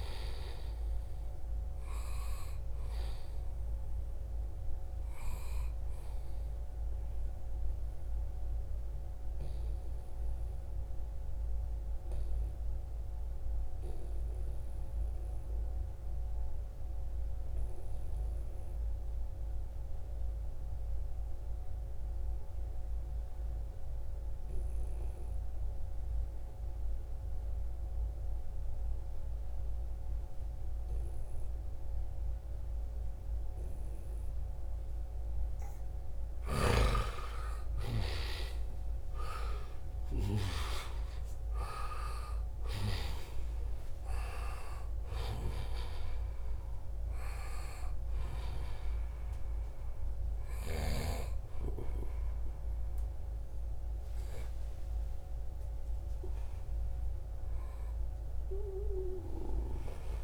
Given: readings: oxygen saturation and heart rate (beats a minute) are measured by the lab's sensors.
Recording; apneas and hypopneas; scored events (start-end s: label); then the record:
breathing in sleep by a room microphone; 1
0.00-14.00 s: oxygen desaturation (device-marked, oxygen 90% lowest, heart rate 63 extreme)
8.00-34.50 s: obstructive apnea (oxygen 97% before, 87% lowest, heart rate 75 before, 63 extreme, up 10 after)
29.00-56.00 s: oxygen desaturation (device-marked, oxygen 96% before, 87% lowest, heart rate 71 before, 64 extreme)
36.50-41.50 s: arousal
From the record:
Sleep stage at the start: N2 (light sleep); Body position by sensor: on the right side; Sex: male